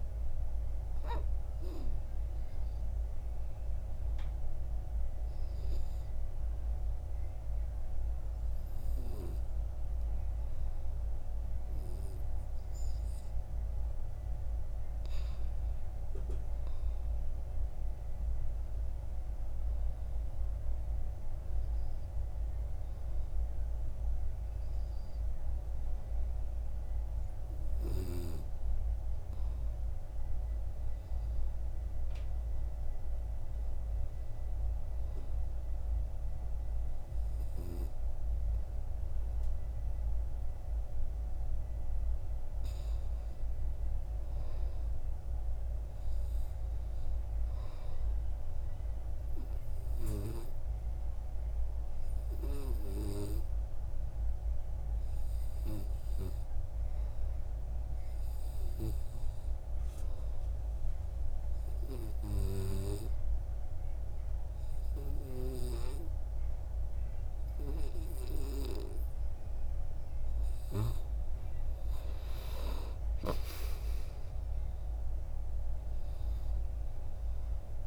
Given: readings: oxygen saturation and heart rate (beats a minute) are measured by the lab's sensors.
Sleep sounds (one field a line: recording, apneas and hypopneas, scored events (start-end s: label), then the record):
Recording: breathing in sleep by a room microphone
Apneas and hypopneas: 2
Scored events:
7.00-17.00 s: obstructive apnea (oxygen 95% before, 93% lowest, heart rate 56 before, 56 extreme, up 1 after)
19.50-23.50 s: arousal
54.50-58.00 s: arousal
61.00-72.00 s: obstructive apnea (oxygen 95% before, 90% lowest, heart rate 57 before, 56 extreme, up 9 after)
73.50-77.86 s: oxygen desaturation (device-marked, oxygen 95% before, 90% lowest, heart rate 59 before, 56 extreme)
74.00-77.86 s: arousal
From the record:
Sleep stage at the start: N2 (light sleep)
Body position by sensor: on the back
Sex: male